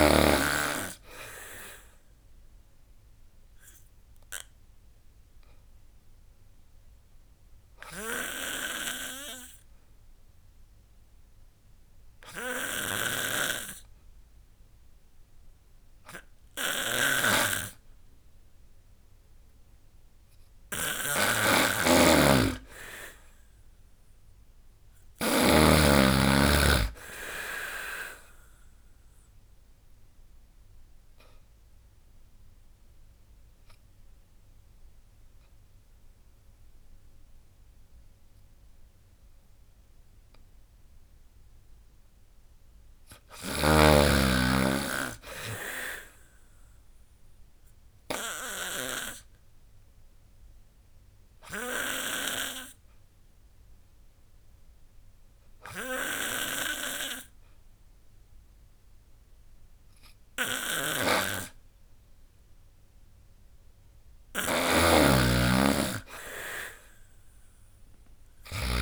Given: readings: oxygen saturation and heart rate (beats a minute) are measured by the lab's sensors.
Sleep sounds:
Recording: breathing in sleep by a room microphone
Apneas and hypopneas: 3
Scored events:
4.50-14.50 s: oxygen desaturation (device-marked, oxygen 98% before, 93% lowest, heart rate 76 before, 69 extreme)
4.50-20.50 s: obstructive apnea (oxygen 98% before, 92% lowest, heart rate 76 before, 69 extreme, up 14 after)
12.50-25.00 s: snoring (device-marked)
22.00-25.00 s: arousal
26.50-36.50 s: drop in pulse transit time (device-marked, heart rate 73 before, 77 extreme)
26.50-46.50 s: oxygen desaturation (device-marked, oxygen 98% before, 92% lowest, heart rate 73 before, 71 extreme)
28.50-41.50 s: obstructive apnea (oxygen 98% before, 92% lowest, heart rate 74 before, 71 extreme, up 10 after)
43.00-45.50 s: arousal
45.50-54.50 s: drop in pulse transit time (device-marked, heart rate 79 before, 77 extreme)
48.00-63.00 s: obstructive apnea (oxygen 97% before, 93% lowest, heart rate 79 before, 66 extreme, up 5 after)
48.50-61.50 s: oxygen desaturation (device-marked, oxygen 98% before, 94% lowest, heart rate 79 before, 66 extreme)
60.00-68.50 s: snoring (device-marked)
65.00-68.00 s: arousal
66.50-68.82 s: drop in pulse transit time (device-marked, heart rate 78 before, 76 extreme)
From the record:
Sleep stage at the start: N2 (light sleep)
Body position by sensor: on the back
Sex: female

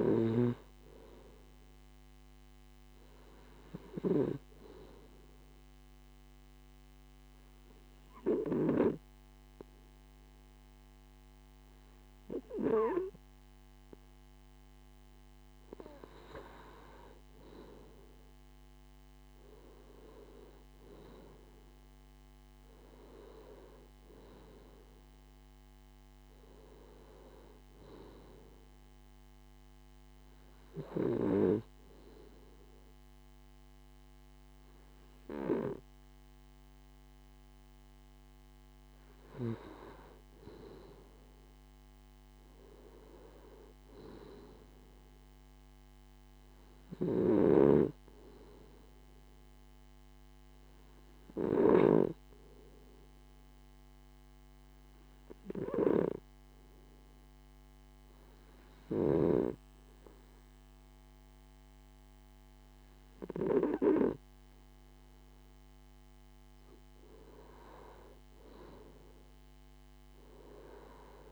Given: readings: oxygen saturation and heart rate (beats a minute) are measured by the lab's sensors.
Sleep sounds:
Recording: breathing in sleep by a microphone on the trachea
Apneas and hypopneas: 2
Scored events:
5.50-17.50 s: obstructive apnea (oxygen 96% before, 94% lowest, heart rate 78 before, 38 extreme)
20.50-24.00 s: arousal
50.00-67.00 s: obstructive apnea (oxygen 95% before, 93% lowest, heart rate 106 before, 28 extreme, up 41 after)
68.50-71.32 s: arousal
From the record:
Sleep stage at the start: N2 (light sleep)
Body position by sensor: on the left side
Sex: male

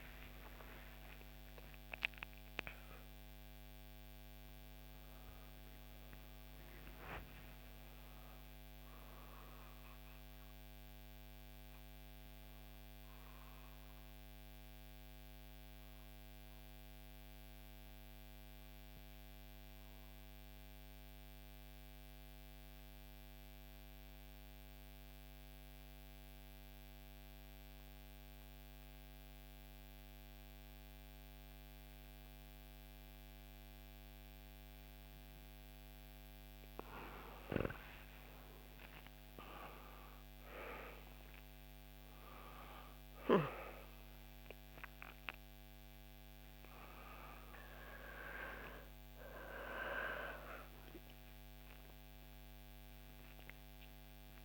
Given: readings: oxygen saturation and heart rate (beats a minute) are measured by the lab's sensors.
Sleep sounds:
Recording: breathing in sleep by a microphone on the trachea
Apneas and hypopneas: 1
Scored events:
0.00-3.00 s: arousal
14.50-35.00 s: obstructive apnea (oxygen 98% before, 88% lowest, heart rate 66 before, 59 extreme, up 7 after)
33.00-54.45 s: oxygen desaturation (device-marked, oxygen 97% before, 88% lowest, heart rate 61 before, 59 extreme)
37.00-41.50 s: arousal
From the record:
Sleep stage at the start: N2 (light sleep)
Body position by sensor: on the back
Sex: female

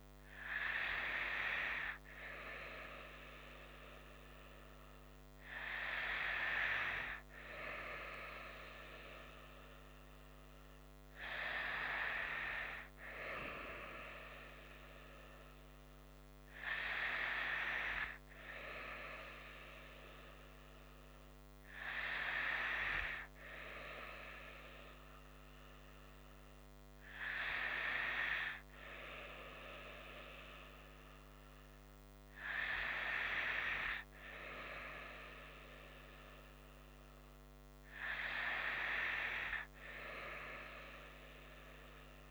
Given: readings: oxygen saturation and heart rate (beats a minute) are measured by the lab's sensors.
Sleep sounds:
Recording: breathing in sleep by a microphone on the trachea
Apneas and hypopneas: none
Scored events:
none scored
From the record:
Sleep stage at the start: N2 (light sleep)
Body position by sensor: on the right side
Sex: female

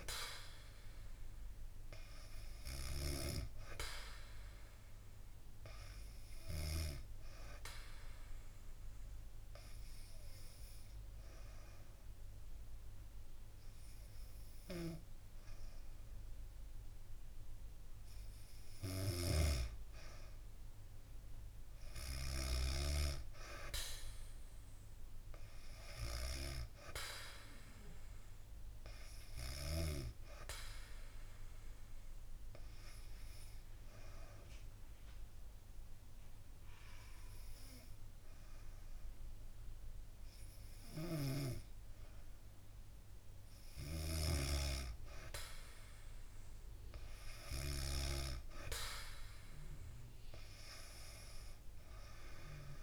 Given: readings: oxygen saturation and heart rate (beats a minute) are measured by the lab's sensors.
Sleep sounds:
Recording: breathing in sleep by a room microphone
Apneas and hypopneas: 2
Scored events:
0.00-3.00 s: snoring (device-marked)
8.00-18.00 s: obstructive apnea (oxygen 97% before, 94% lowest, heart rate 68 before, 66 extreme, up 4 after)
18.50-22.50 s: snoring (device-marked)
23.50-27.50 s: arousal
34.00-44.00 s: obstructive apnea (oxygen 97% before, 94% lowest, heart rate 69 before, 67 extreme, up 3 after)
40.50-48.00 s: snoring (device-marked)
48.00-51.50 s: arousal
From the record:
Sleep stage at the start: N2 (light sleep)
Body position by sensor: on the back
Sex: female

